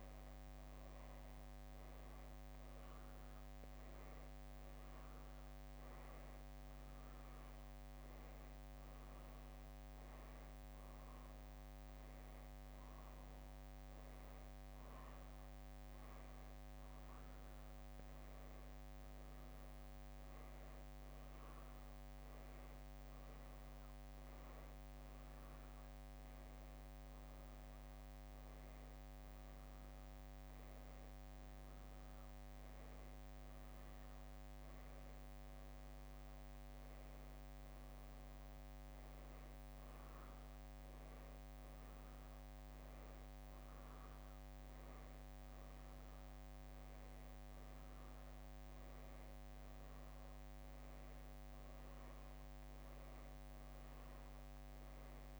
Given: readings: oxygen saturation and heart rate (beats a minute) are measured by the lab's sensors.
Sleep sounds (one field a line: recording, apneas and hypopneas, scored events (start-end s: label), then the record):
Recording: a person awake in a sleep study, hard to hear, by a microphone on the trachea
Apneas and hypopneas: none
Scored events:
0.00-1.50 s: leg movement (device-marked)
2.50-8.00 s: leg movement (device-marked)
9.00-15.00 s: leg movement (device-marked)
16.50-23.00 s: leg movement (device-marked)
38.00-44.00 s: leg movement (device-marked)
45.50-52.50 s: leg movement (device-marked)
From the record:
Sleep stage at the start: awake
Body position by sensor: on the back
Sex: female